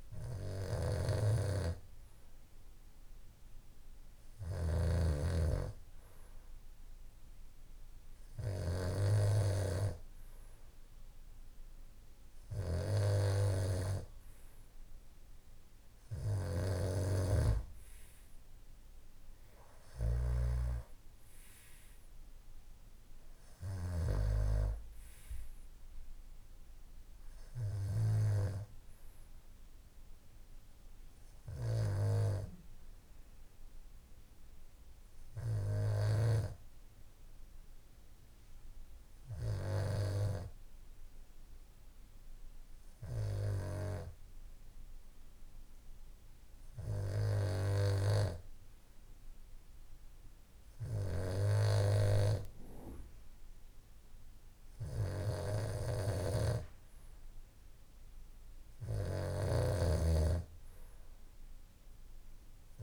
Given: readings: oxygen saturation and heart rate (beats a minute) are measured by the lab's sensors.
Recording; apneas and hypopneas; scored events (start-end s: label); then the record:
breathing in sleep by a room microphone; 1
0.00-2.50 s: oxygen desaturation (device-marked, oxygen 91% lowest, heart rate 57 extreme)
0.00-8.50 s: snoring (device-marked)
16.00-24.00 s: snoring (device-marked)
27.50-31.00 s: arousal
33.50-47.00 s: hypopnea (oxygen 93% before, 91% lowest, heart rate 60 before, 58 extreme, up 1 after)
48.50-51.50 s: arousal
54.50-62.83 s: snoring (device-marked)
From the record:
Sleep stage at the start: N2 (light sleep); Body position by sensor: on the back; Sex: male